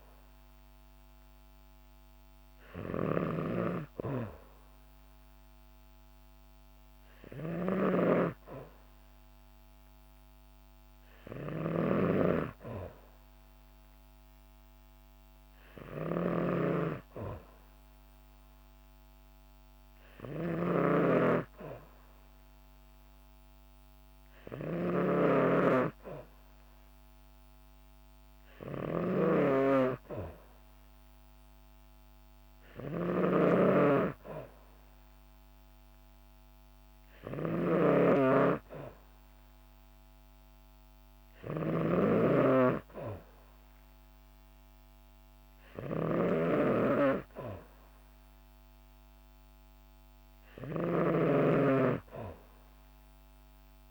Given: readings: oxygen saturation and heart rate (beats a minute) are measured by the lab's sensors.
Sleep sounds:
breathing in sleep by a microphone on the trachea; none
0.00-10.50 s: oxygen desaturation (device-marked, oxygen 89% lowest, heart rate 60 extreme)
0.00-53.91 s: snoring (device-marked)
From the record:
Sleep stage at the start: N2 (light sleep); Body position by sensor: on the back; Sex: female

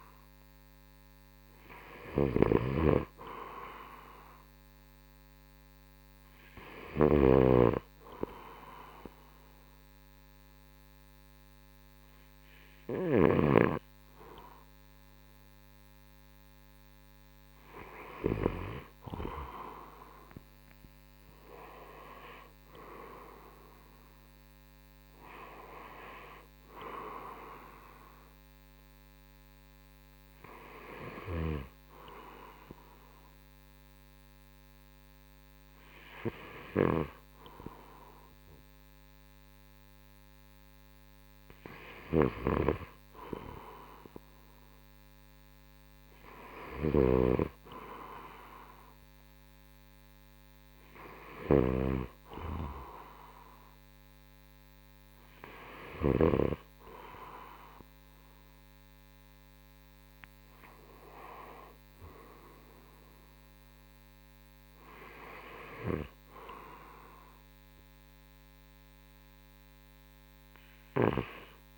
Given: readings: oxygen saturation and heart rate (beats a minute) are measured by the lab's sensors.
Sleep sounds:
breathing in sleep by a microphone on the trachea; none
2.00-13.50 s: snoring (device-marked)
23.50-34.50 s: drop in pulse transit time (device-marked, heart rate 68 before, 72 extreme)
From the record:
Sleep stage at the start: N2 (light sleep); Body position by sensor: on the right side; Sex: male

